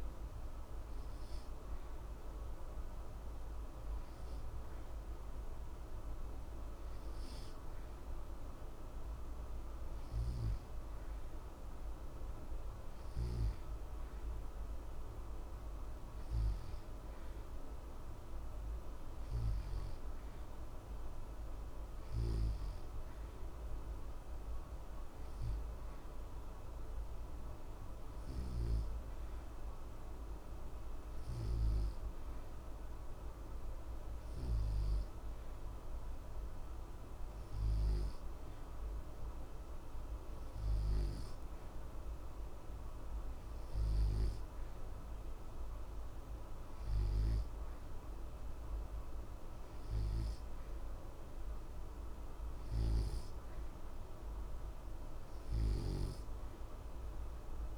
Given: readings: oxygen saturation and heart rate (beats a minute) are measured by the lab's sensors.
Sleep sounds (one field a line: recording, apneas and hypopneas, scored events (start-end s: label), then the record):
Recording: breathing in sleep, hard to hear, by a room microphone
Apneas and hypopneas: none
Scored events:
none scored
From the record:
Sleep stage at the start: N2 (light sleep)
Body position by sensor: on the back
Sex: male